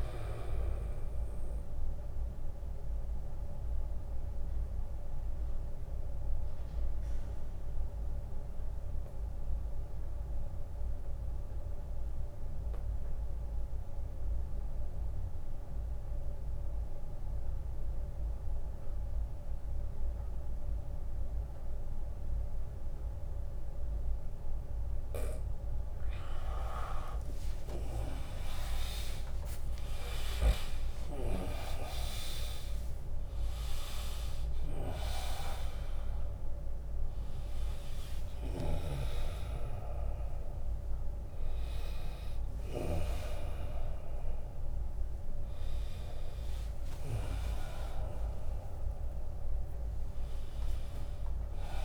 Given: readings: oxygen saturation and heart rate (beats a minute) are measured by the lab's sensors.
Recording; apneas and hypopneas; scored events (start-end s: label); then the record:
breathing in sleep by a room microphone; 1
0.00-17.50 s: oxygen desaturation (device-marked, oxygen 92% lowest, heart rate 69 extreme)
1.50-25.00 s: obstructive apnea (oxygen 99% before, 87% lowest, heart rate 81 before, 69 extreme, up 17 after)
27.50-32.50 s: arousal
27.50-40.50 s: drop in pulse transit time (device-marked, heart rate 75 before, 77 extreme)
28.50-51.85 s: oxygen desaturation (device-marked, oxygen 99% before, 87% lowest, heart rate 75 before, 73 extreme)
37.50-39.50 s: long interval between heartbeats (device-marked, heart rate 78 before, 83 extreme)
44.50-46.50 s: long interval between heartbeats (device-marked, heart rate 82 before, 80 extreme)
From the record:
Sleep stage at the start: N2 (light sleep); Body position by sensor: on the back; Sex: male